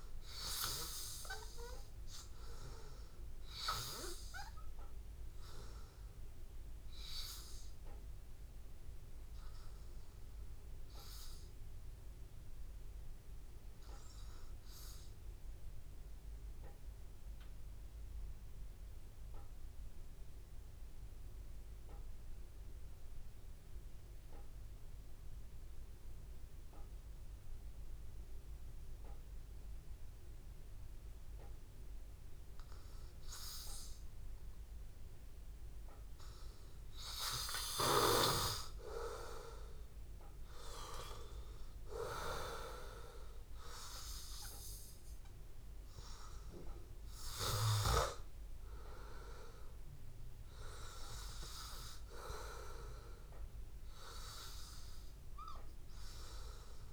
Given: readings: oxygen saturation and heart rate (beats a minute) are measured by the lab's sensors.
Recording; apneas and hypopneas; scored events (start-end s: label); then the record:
breathing in sleep by a room microphone; 1
0.00-18.00 s: oxygen desaturation (device-marked, oxygen 93% lowest, heart rate 79 extreme)
14.00-37.50 s: hypopnea (oxygen 96% before, 94% lowest, heart rate 83 before, 79 extreme, up 4 after)
27.50-29.50 s: long interval between heartbeats (device-marked, heart rate 82 before, 89 extreme)
36.00-56.93 s: oxygen desaturation (device-marked, oxygen 98% before, 94% lowest, heart rate 84 before, 81 extreme)
42.00-46.00 s: arousal
From the record:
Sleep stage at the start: N2 (light sleep); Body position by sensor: on the back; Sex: male